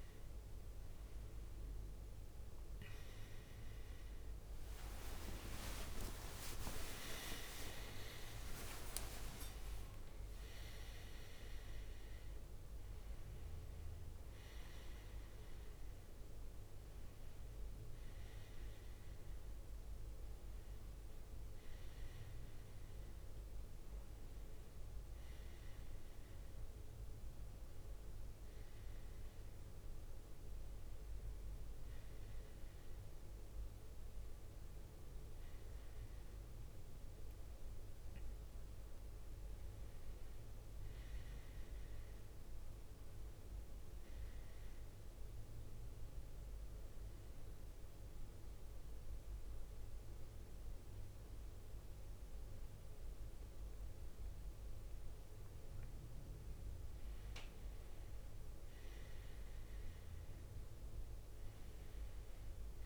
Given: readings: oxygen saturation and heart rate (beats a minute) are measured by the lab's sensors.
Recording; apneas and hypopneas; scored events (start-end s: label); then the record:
a person partly awake in a sleep study, by a room microphone; 1
3.50-10.50 s: tachycardia (device-marked, heart rate 70 before, 137 extreme)
5.00-10.50 s: leg movement (device-marked)
7.00-9.00 s: long interval between heartbeats (device-marked, heart rate 80 before, 115 extreme)
9.00-11.00 s: long interval between heartbeats (device-marked, heart rate 83 before, 137 extreme)
25.50-62.86 s: new sleep stage, N1 (lightest sleep)
46.50-57.50 s: hypopnea (oxygen 98% before, 95% lowest, heart rate 69 before, 62 extreme, up 7 after)
60.00-62.86 s: arousal
From the record:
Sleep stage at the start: awake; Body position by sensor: on the right side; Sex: male